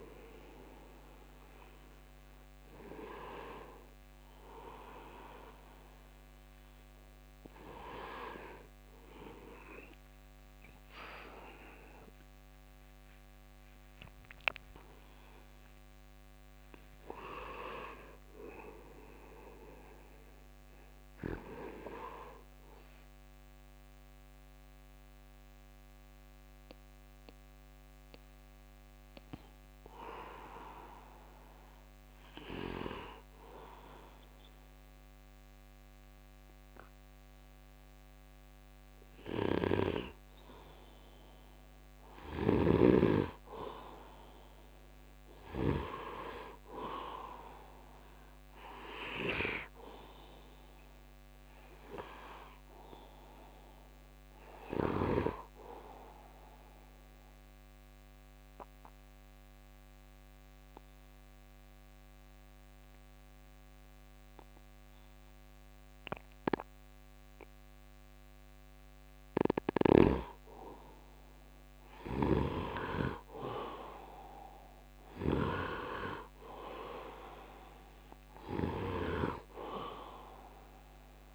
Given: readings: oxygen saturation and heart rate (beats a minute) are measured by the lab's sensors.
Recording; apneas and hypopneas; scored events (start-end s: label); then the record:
breathing in sleep by a microphone on the trachea; 2
0.00-20.50 s: oxygen desaturation (device-marked, oxygen 80% lowest, heart rate 72 extreme)
18.00-41.50 s: obstructive apnea (oxygen 90% before, 83% lowest, heart rate 77 before, 70 extreme, up 6 after)
42.00-46.00 s: snoring (device-marked)
43.50-47.50 s: arousal
44.50-62.50 s: oxygen desaturation (device-marked, oxygen 98% before, 91% lowest, heart rate 76 before, 70 extreme)
57.00-71.50 s: obstructive apnea (oxygen 99% before, 83% lowest, heart rate 76 before, 70 extreme, up 10 after)
72.00-81.35 s: snoring (device-marked)
73.00-77.50 s: arousal
76.50-81.35 s: oxygen desaturation (device-marked, oxygen 97% before, 88% lowest, heart rate 74 before, 74 extreme)
From the record:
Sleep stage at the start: N2 (light sleep); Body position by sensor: on the right side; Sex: male